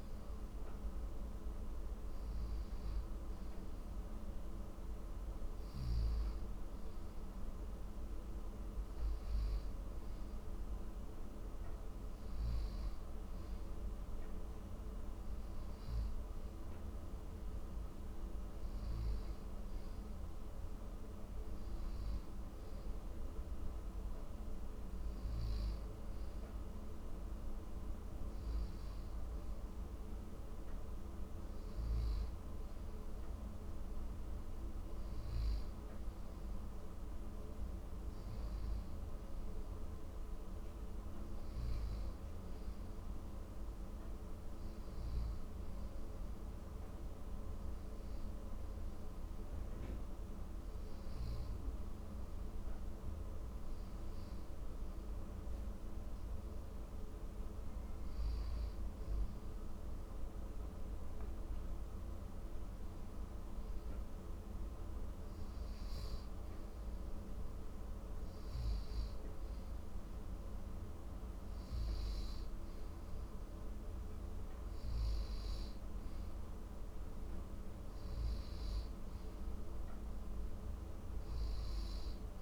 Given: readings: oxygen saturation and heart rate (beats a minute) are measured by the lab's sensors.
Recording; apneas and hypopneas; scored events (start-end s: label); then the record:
breathing in sleep, hard to hear, by a room microphone; none
none scored
From the record:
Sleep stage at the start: N1 (lightest sleep); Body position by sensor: on the back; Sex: male